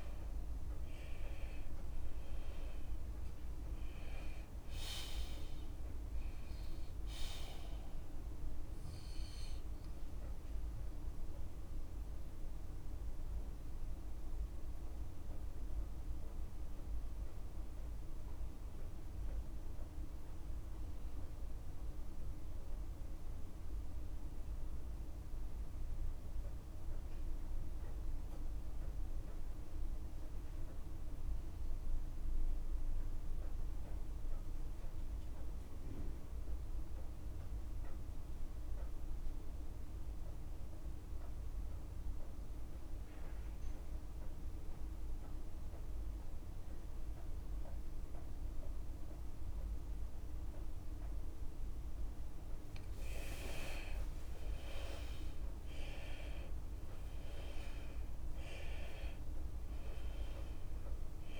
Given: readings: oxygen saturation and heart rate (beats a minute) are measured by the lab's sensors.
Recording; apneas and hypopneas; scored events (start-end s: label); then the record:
breathing in sleep, hard to hear, by a room microphone; 1
0.00-30.00 s: oxygen desaturation (device-marked, oxygen 89% lowest, heart rate 51 extreme)
13.00-52.50 s: mixed apnea (oxygen 98% before, 86% lowest, heart rate 56 before, 51 extreme, up 6 after)
47.00-61.40 s: oxygen desaturation (device-marked, oxygen 97% before, 86% lowest, heart rate 53 before, 56 extreme)
54.00-58.00 s: arousal
From the record:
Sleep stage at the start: N2 (light sleep); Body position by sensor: on the left side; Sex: male